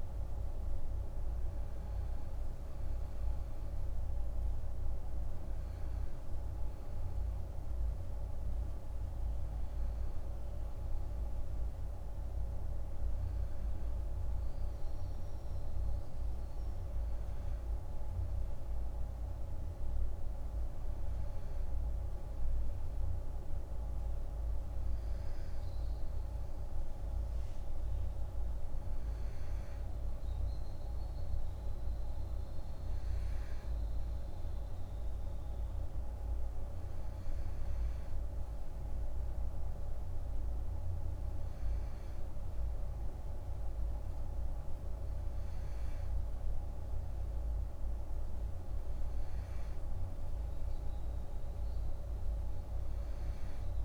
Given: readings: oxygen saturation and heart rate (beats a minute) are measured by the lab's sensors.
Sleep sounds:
breathing in sleep, hard to hear, by a room microphone; none
none scored
From the record:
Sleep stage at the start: N2 (light sleep); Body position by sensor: on the back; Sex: male

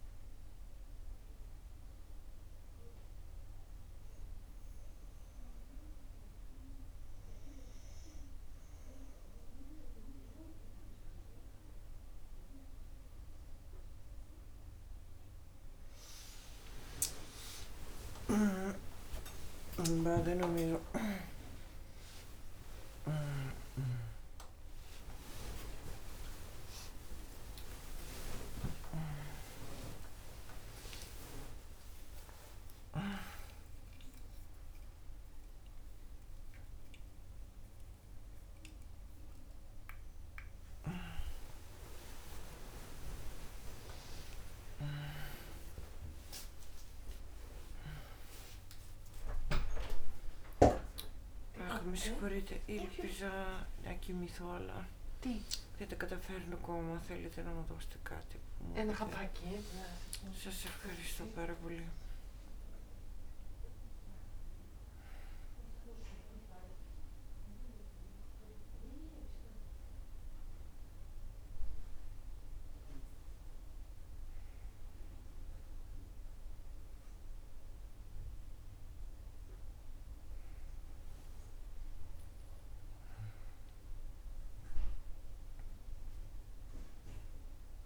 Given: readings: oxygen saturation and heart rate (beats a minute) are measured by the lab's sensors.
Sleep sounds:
a person awake in a sleep study, by a room microphone; none
11.00-87.86 s: new sleep stage, awake
17.00-29.00 s: tachycardia (device-marked, heart rate 59 before, 152 extreme)
23.50-25.50 s: long interval between heartbeats (device-marked, heart rate 70 before, 148 extreme)
26.00-28.00 s: long interval between heartbeats (device-marked, heart rate 84 before, 137 extreme)
31.50-33.50 s: long interval between heartbeats (device-marked, heart rate 101 before, 96 extreme)
74.50-76.50 s: long interval between heartbeats (device-marked, heart rate 71 before, 71 extreme)
From the record:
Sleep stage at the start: N2 (light sleep); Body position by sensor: on the right side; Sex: female

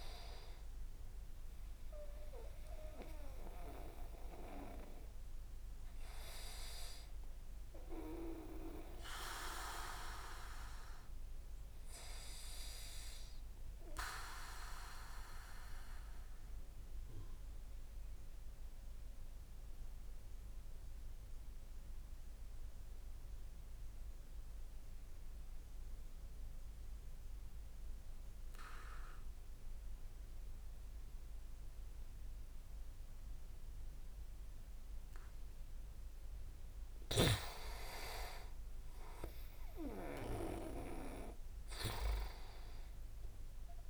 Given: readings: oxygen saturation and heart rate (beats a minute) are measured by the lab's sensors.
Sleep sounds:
breathing in sleep by a room microphone; 1
10.00-35.00 s: obstructive apnea (oxygen 99% before, 95% lowest)
38.50-42.00 s: arousal
From the record:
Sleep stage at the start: N2 (light sleep); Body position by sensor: on the back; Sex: male

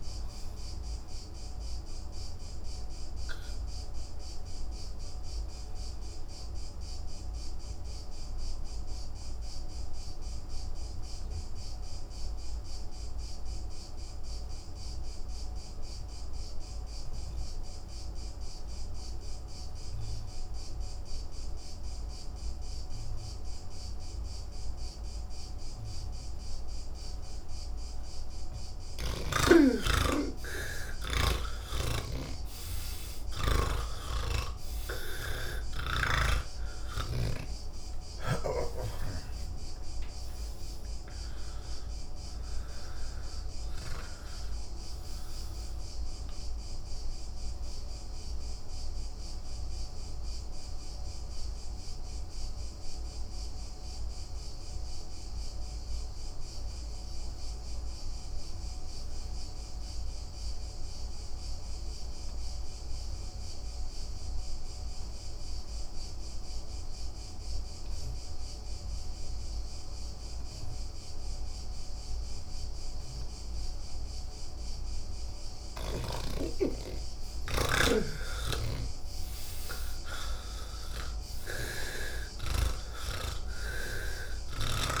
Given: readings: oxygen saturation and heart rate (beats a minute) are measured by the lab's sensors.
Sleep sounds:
breathing in sleep by a room microphone; 2
0.00-14.50 s: oxygen desaturation (device-marked, oxygen 85% lowest, heart rate 37 extreme)
0.50-27.00 s: hypopnea (oxygen 99% before, 82% lowest, heart rate 118 before, 37 extreme)
28.50-61.50 s: oxygen desaturation (device-marked, oxygen 98% before, 82% lowest, heart rate 63 before, 39 extreme)
34.00-37.50 s: snoring (device-marked)
48.50-75.50 s: obstructive apnea (oxygen 98% before, 79% lowest, heart rate 102 before, 47 extreme)
72.50-85.00 s: oxygen desaturation (device-marked, oxygen 99% before, 79% lowest)
78.50-85.00 s: snoring (device-marked)
From the record:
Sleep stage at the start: N1 (lightest sleep); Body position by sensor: on the back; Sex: male

